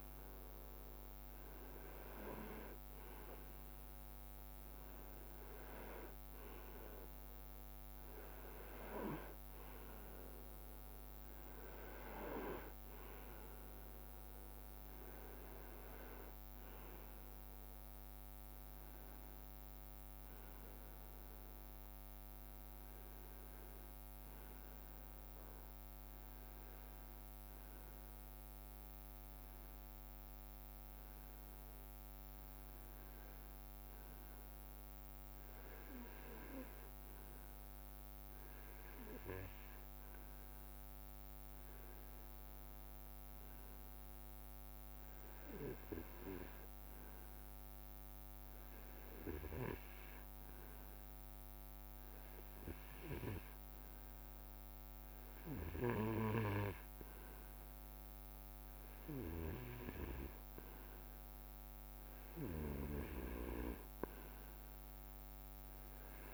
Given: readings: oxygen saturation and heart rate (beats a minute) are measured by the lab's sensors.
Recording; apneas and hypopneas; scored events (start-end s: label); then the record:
breathing in sleep by a microphone on the trachea; none
0.00-2.50 s: arousal
33.00-34.50 s: leg movement (device-marked)
From the record:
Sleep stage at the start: REM sleep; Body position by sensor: on the right side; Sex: male